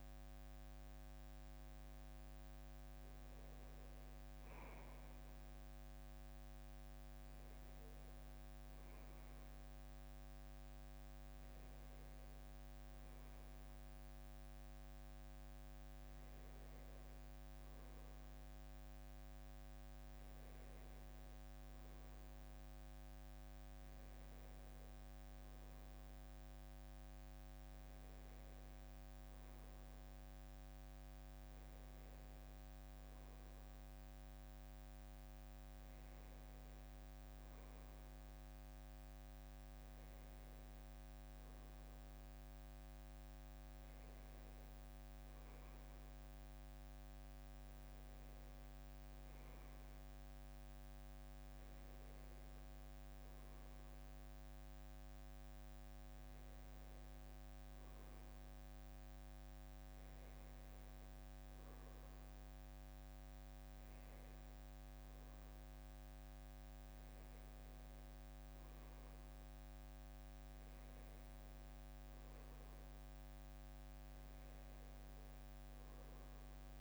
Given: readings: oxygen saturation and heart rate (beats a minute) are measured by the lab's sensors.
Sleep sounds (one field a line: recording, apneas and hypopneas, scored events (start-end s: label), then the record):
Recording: a person awake in a sleep study, hard to hear, by a microphone on the trachea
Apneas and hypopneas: none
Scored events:
none scored
From the record:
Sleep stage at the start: awake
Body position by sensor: on the back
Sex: male